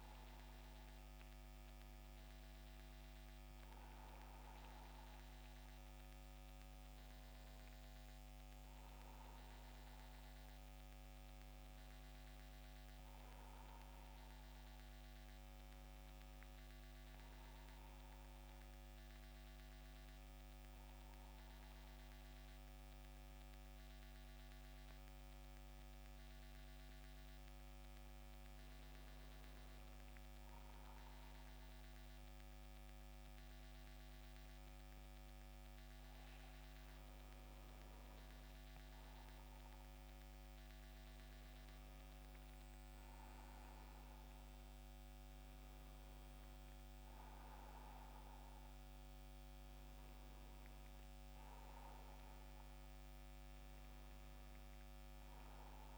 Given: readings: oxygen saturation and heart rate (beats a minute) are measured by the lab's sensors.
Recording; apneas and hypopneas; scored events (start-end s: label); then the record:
breathing in sleep, hard to hear, by a microphone on the trachea; none
17.00-55.98 s: new sleep stage, N2 (light sleep)
40.00-55.98 s: oxygen desaturation (device-marked, oxygen 94% before, 90% lowest, heart rate 75 before, 74 extreme)
51.50-55.98 s: arousal
From the record:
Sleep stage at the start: N1 (lightest sleep); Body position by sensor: on the back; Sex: male